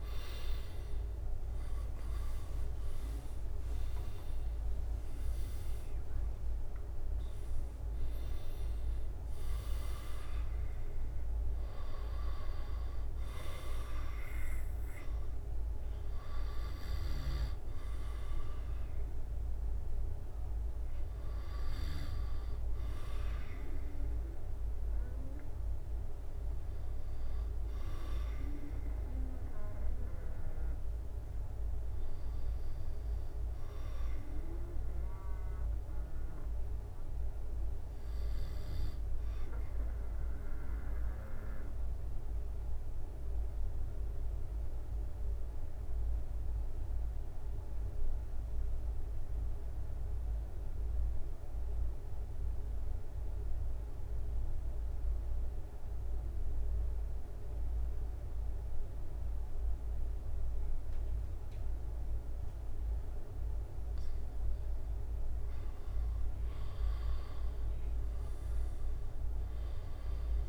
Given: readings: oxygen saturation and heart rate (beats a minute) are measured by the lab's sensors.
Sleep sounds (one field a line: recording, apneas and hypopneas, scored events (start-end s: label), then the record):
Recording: breathing in sleep, hard to hear, by a room microphone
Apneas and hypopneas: 1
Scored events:
0.00-3.50 s: arousal
0.00-27.50 s: oxygen desaturation (device-marked, oxygen 81% lowest, heart rate 67 extreme)
1.50-17.50 s: drop in pulse transit time (device-marked, heart rate 71 before, 81 extreme)
31.00-65.50 s: obstructive apnea (oxygen 98% before, 92% lowest, heart rate 83 before, 68 extreme, up 7 after)
60.50-70.49 s: oxygen desaturation (device-marked, oxygen 97% before, 92% lowest, heart rate 70 before, 68 extreme)
From the record:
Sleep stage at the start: N2 (light sleep)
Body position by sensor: on the back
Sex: male